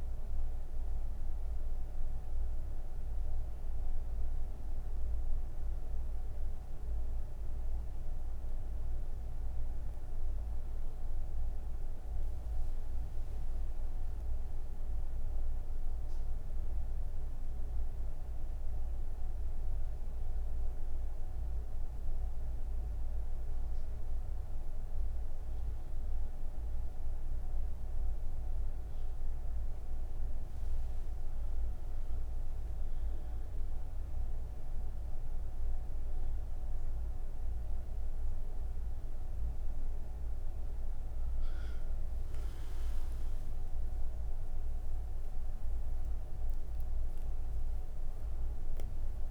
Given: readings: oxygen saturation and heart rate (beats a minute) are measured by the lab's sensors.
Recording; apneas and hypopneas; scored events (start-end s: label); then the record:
breathing in sleep, hard to hear, by a room microphone; 1
21.50-31.50 s: obstructive apnea (oxygen 97% before, 95% lowest, heart rate 50 before, 37 extreme, up 0 after)
From the record:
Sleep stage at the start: N3 (deep sleep); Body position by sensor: on the right side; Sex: female